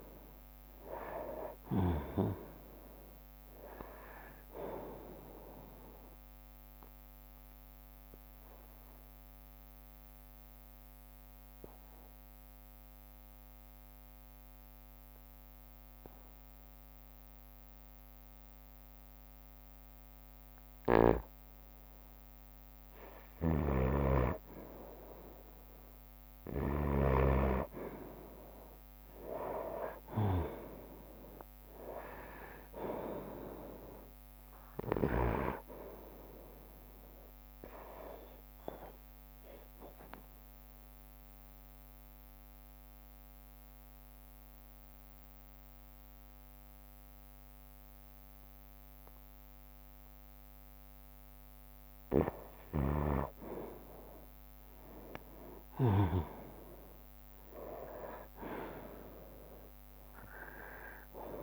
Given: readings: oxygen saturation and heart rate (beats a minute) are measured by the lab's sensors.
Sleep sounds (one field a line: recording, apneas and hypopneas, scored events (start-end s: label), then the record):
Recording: breathing in sleep by a microphone on the trachea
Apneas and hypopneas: 2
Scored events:
0.00-12.00 s: drop in pulse transit time (device-marked, heart rate 60 extreme)
7.00-22.00 s: obstructive apnea (oxygen 97% before, 91% lowest, heart rate 63 before, 58 extreme, up 5 after)
10.00-21.00 s: bradycardia (device-marked, heart rate 62 before, 58 extreme)
13.00-23.00 s: oxygen desaturation (device-marked, oxygen 95% before, 91% lowest, heart rate 64 before, 58 extreme)
23.00-27.00 s: snoring (device-marked)
26.50-30.00 s: arousal
30.00-43.00 s: drop in pulse transit time (device-marked, heart rate 59 before, 59 extreme)
35.50-37.50 s: long interval between heartbeats (device-marked, heart rate 61 before, 67 extreme)
37.00-55.00 s: oxygen desaturation (device-marked, oxygen 97% before, 92% lowest, heart rate 62 before, 57 extreme)
38.00-40.00 s: bradycardia (device-marked, heart rate 62 before, 65 extreme)
41.50-52.50 s: obstructive apnea (oxygen 97% before, 92% lowest, heart rate 63 before, 58 extreme, up 6 after)
52.50-56.00 s: snoring (device-marked)
55.00-59.00 s: arousal
58.00-61.43 s: drop in pulse transit time (device-marked, heart rate 62 before, 61 extreme)
From the record:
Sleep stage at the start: N2 (light sleep)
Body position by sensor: on the right side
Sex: male